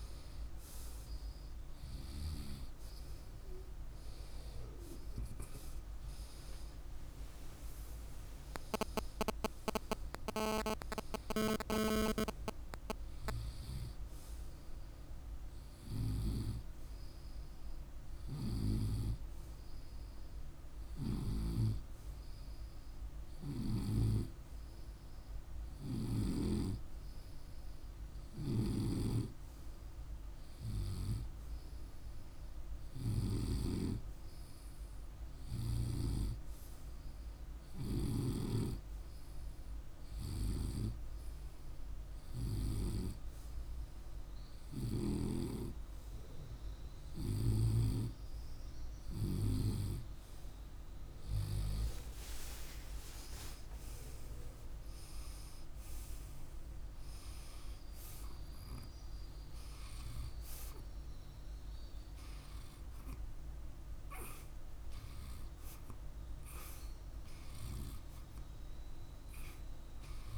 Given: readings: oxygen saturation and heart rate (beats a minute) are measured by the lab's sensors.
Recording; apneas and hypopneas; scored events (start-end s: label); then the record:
breathing in sleep by a room microphone; none
0.00-4.50 s: oxygen desaturation (device-marked, oxygen 93% lowest, heart rate 51 extreme)
17.50-26.00 s: snoring (device-marked)
28.00-37.50 s: snoring (device-marked)
52.00-59.00 s: arousal
52.50-58.50 s: oxygen desaturation (device-marked, oxygen 97% before, 95% lowest, heart rate 53 before, 51 extreme)
From the record:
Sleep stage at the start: N2 (light sleep); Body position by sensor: on the right side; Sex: male